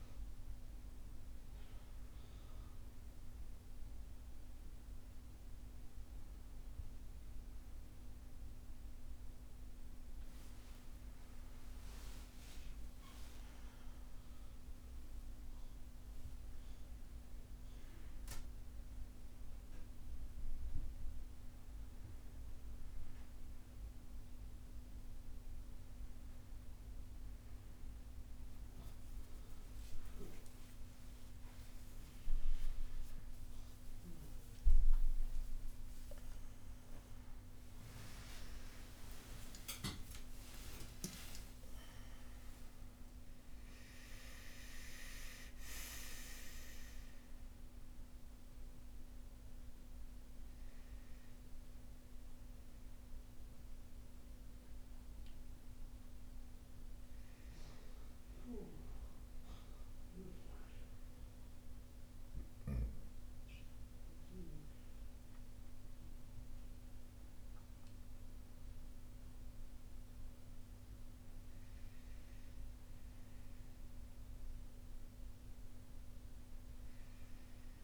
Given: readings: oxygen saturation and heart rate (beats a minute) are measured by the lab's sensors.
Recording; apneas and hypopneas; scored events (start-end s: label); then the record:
a person awake in a sleep study, by a room microphone; none
4.50-77.83 s: new sleep stage, awake
From the record:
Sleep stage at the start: N2 (light sleep); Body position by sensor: on the front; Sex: male